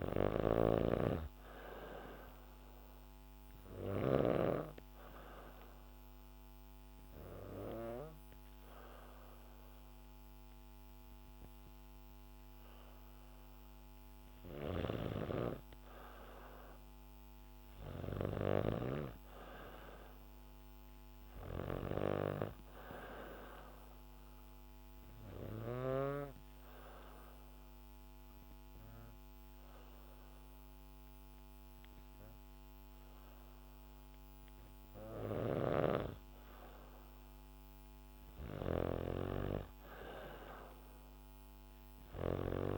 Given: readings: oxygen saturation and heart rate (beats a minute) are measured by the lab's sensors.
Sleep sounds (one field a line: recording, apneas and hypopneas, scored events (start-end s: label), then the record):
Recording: breathing in sleep by a microphone on the trachea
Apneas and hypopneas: 2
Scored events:
0.00-1.50 s: arousal
0.00-4.00 s: snoring (device-marked)
1.50-12.50 s: oxygen desaturation (device-marked, oxygen 97% before, 93% lowest, heart rate 70 before, 67 extreme)
4.50-14.50 s: obstructive apnea (oxygen 97% before, 93% lowest, heart rate 70 before, 66 extreme, up 4 after)
14.00-18.50 s: snoring (device-marked)
16.50-20.00 s: arousal
23.50-35.00 s: obstructive apnea (oxygen 97% before, 93% lowest, heart rate 70 before, 66 extreme, up 0 after)
34.50-42.00 s: snoring (device-marked)
37.00-40.50 s: arousal
From the record:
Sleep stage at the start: N2 (light sleep)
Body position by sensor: on the back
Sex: female